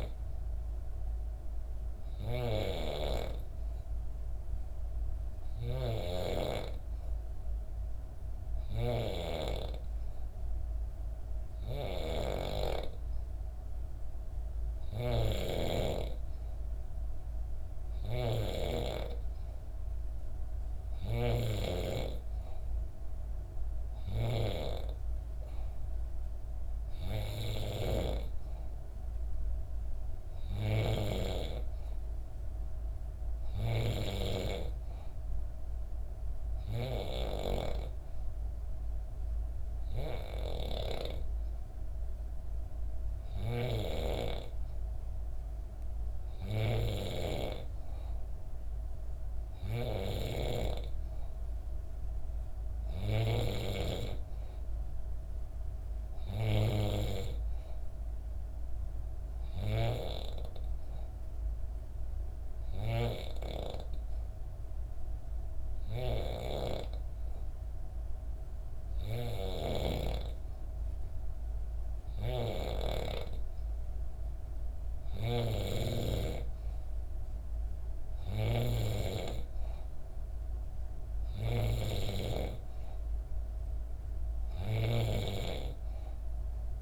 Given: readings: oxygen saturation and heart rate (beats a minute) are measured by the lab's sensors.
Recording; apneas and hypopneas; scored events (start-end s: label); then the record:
breathing in sleep by a room microphone; 1
5.50-21.00 s: snoring (device-marked)
40.00-43.50 s: snoring (device-marked)
62.00-73.50 s: hypopnea (oxygen 93% before, 91% lowest, heart rate 65 before, 65 extreme, up 1 after)
69.00-78.50 s: snoring (device-marked)
76.00-79.00 s: arousal
From the record:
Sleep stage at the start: N3 (deep sleep); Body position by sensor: on the back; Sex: female